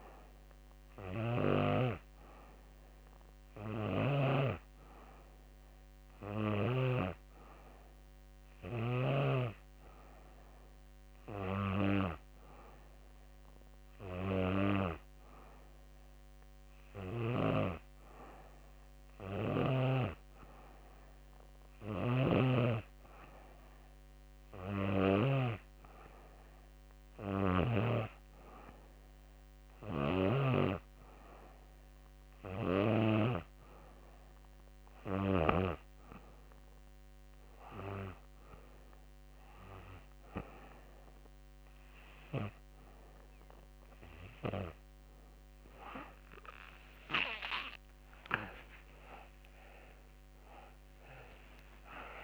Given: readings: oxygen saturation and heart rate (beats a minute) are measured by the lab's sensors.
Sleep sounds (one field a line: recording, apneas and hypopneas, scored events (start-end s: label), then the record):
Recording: breathing in sleep by a microphone on the trachea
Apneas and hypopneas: none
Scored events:
3.00-8.00 s: snoring (device-marked)
16.00-24.50 s: snoring (device-marked)
46.00-51.00 s: arousal
From the record:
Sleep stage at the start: N2 (light sleep)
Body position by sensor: on the back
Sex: female